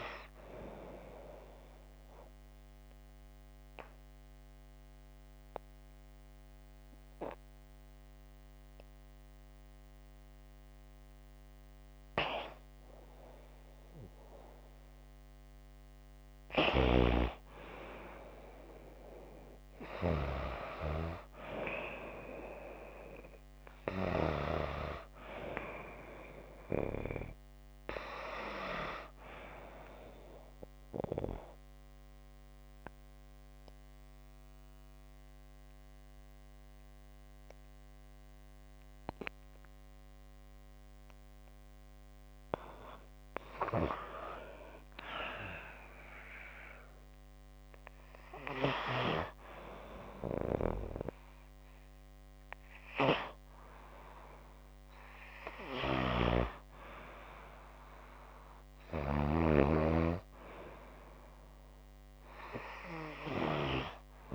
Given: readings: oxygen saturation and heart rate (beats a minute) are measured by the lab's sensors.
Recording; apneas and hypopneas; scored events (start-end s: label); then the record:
breathing in sleep by a microphone on the trachea; 2
0.00-8.50 s: oxygen desaturation (device-marked, oxygen 91% lowest, heart rate 52 extreme)
1.00-12.00 s: obstructive apnea (oxygen 94% before, 89% lowest, heart rate 63 before, 52 extreme, up 0 after)
14.50-18.00 s: arousal
18.50-37.50 s: oxygen desaturation (device-marked, oxygen 93% before, 89% lowest, heart rate 57 before, 54 extreme)
30.50-42.00 s: obstructive apnea (oxygen 93% before, 90% lowest, heart rate 57 before, 29 extreme, up 0 after)
45.50-49.00 s: arousal
47.50-64.35 s: oxygen desaturation (device-marked, oxygen 95% before, 90% lowest, heart rate 57 before, 29 extreme)
From the record:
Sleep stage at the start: N2 (light sleep); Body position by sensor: on the back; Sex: female